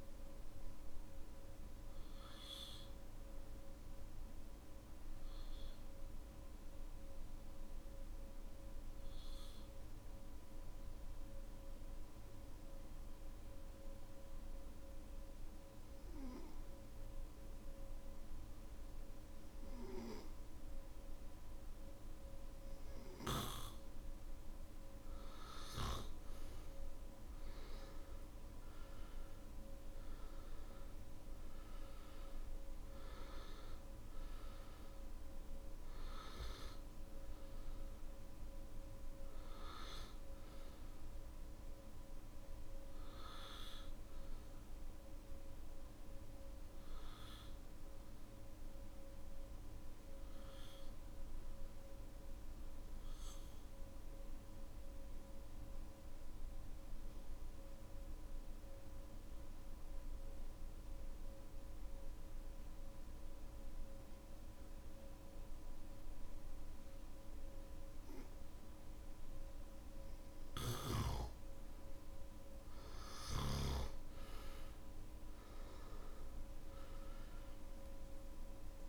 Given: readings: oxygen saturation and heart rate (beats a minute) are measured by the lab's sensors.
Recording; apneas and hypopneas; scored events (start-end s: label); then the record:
breathing in sleep by a room microphone; 2
0.00-5.50 s: oxygen desaturation (device-marked, oxygen 92% lowest, heart rate 53 extreme)
4.00-23.50 s: obstructive apnea (oxygen 98% before, 90% lowest, heart rate 59 before, 52 extreme, up 13 after)
22.50-78.89 s: new sleep stage, N3 (deep sleep)
28.50-43.50 s: oxygen desaturation (device-marked, oxygen 97% before, 90% lowest, heart rate 58 before, 52 extreme)
51.50-70.00 s: obstructive apnea (oxygen 96% before, 88% lowest, heart rate 58 before, 53 extreme, up 14 after)
70.50-78.89 s: oxygen desaturation (device-marked, oxygen 98% before, 88% lowest, heart rate 56 before, 52 extreme)
From the record:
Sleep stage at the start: N1 (lightest sleep); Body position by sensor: on the back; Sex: male